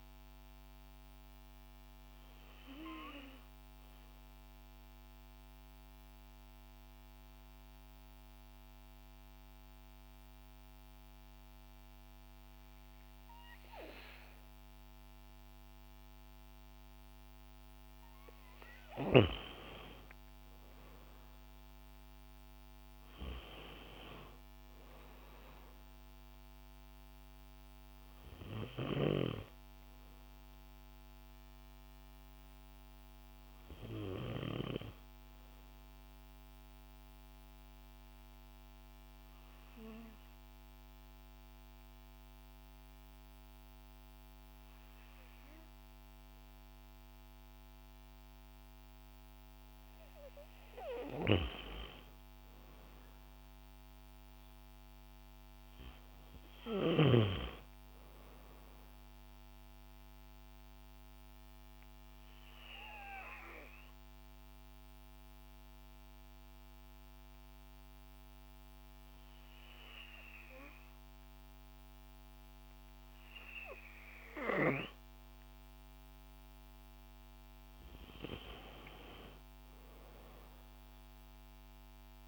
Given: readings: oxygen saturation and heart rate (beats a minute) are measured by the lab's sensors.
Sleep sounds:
breathing in sleep by a microphone on the trachea; 3
4.00-17.50 s: obstructive apnea (oxygen 95% before, 91% lowest, heart rate 123 before, 114 extreme)
20.00-23.50 s: arousal
22.50-43.50 s: oxygen desaturation (device-marked, oxygen 96% before, 91% lowest, heart rate 150 before, 64 extreme)
36.00-49.00 s: obstructive apnea (oxygen 96% before, 91% lowest, heart rate 139 before, 64 extreme, up 60 after)
51.50-55.50 s: arousal
55.50-74.50 s: oxygen desaturation (device-marked, oxygen 96% before, 92% lowest, heart rate 124 before, 64 extreme)
61.00-75.00 s: obstructive apnea (oxygen 96% before, 90% lowest, heart rate 124 before, 102 extreme)
79.00-82.00 s: arousal
From the record:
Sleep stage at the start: N2 (light sleep); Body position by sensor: on the back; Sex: female

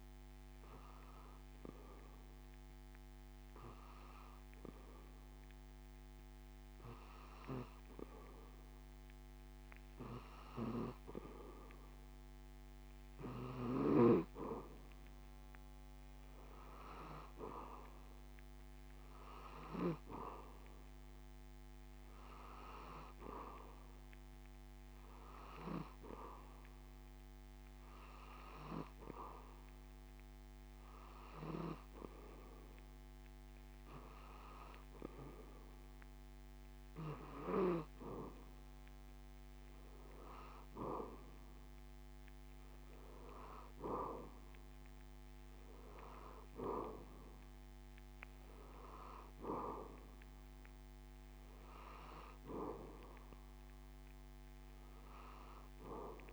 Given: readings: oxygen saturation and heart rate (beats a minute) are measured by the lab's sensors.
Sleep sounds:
breathing in sleep by a microphone on the trachea; none
none scored
From the record:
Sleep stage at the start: N2 (light sleep); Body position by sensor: on the back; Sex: male

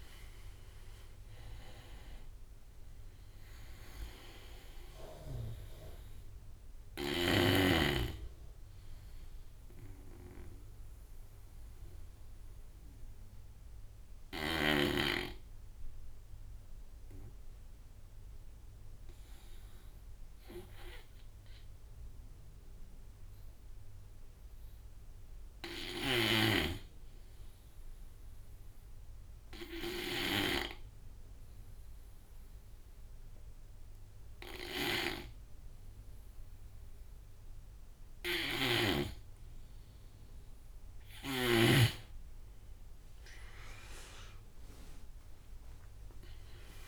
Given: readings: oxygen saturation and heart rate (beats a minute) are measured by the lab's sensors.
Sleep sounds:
breathing in sleep by a room microphone; 1
0.00-23.00 s: oxygen desaturation (device-marked, oxygen 86% lowest)
7.50-38.00 s: hypopnea (oxygen 97% before, 85% lowest)
25.00-41.00 s: snoring (device-marked)
36.00-46.88 s: oxygen desaturation (device-marked, oxygen 99% before, 85% lowest)
43.00-46.88 s: arousal
From the record:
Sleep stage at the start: N2 (light sleep); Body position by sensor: on the right side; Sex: male

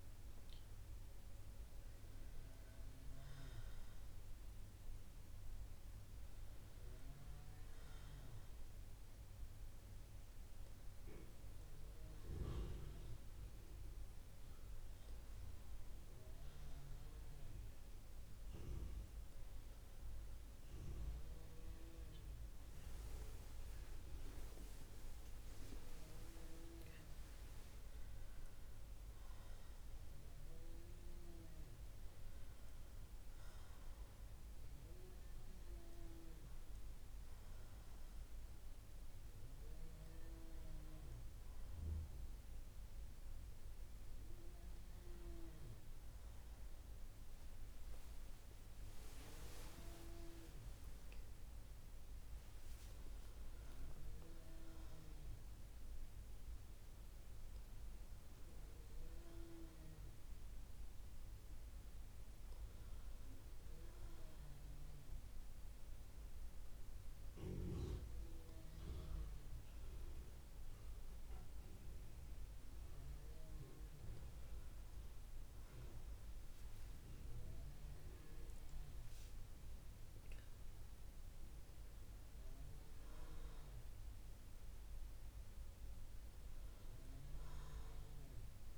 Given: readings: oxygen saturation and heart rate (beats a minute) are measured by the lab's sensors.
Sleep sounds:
breathing in sleep by a room microphone; none
47.50-52.00 s: arousal
From the record:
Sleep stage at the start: N2 (light sleep); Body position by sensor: on the right side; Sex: female

